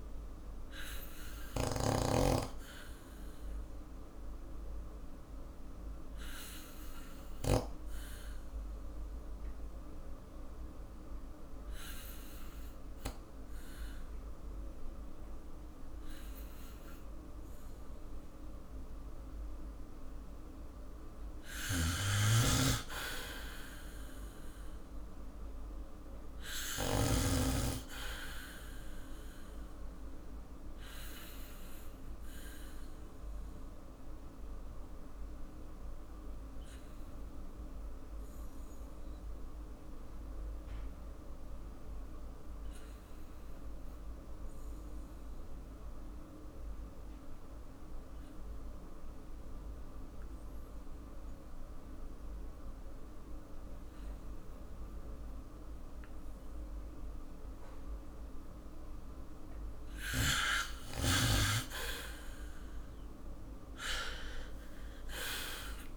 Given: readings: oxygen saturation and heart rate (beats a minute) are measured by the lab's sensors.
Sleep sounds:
breathing in sleep by a room microphone; 2
0.00-7.50 s: snoring (device-marked)
0.50-22.50 s: oxygen desaturation (device-marked, oxygen 97% before, 94% lowest, heart rate 52 before, 46 extreme)
2.00-20.00 s: obstructive apnea (oxygen 98% before, 94% lowest, heart rate 52 before, 46 extreme, up 12 after)
21.00-27.00 s: snoring (device-marked)
23.50-27.00 s: arousal
31.50-60.00 s: obstructive apnea (oxygen 96% before, 90% lowest, heart rate 56 before, 45 extreme, up 18 after)
62.00-65.97 s: arousal
From the record:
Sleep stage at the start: N2 (light sleep); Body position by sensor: on the back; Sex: male

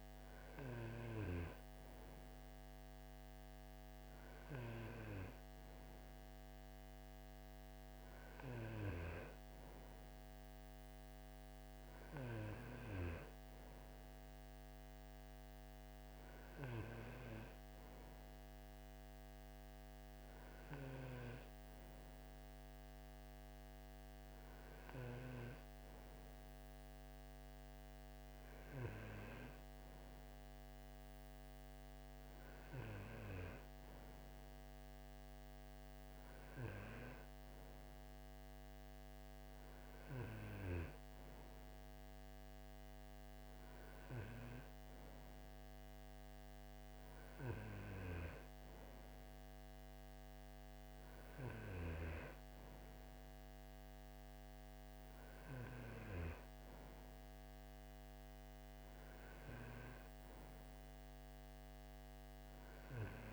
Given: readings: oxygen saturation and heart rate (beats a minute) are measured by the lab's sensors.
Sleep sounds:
breathing in sleep by a microphone on the trachea; none
none scored
From the record:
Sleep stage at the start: N2 (light sleep); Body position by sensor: on the right side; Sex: male

